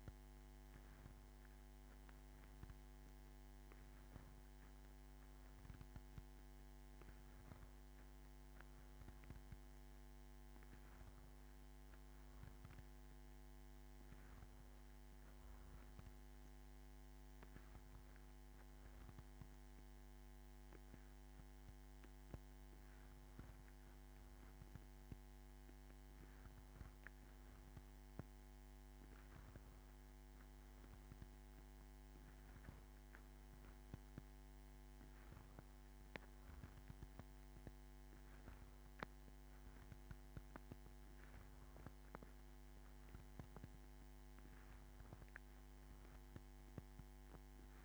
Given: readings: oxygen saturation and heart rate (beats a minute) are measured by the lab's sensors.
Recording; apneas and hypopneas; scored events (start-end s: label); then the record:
breathing in sleep, hard to hear, by a microphone on the trachea; none
none scored
From the record:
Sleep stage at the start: N2 (light sleep); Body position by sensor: on the back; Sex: female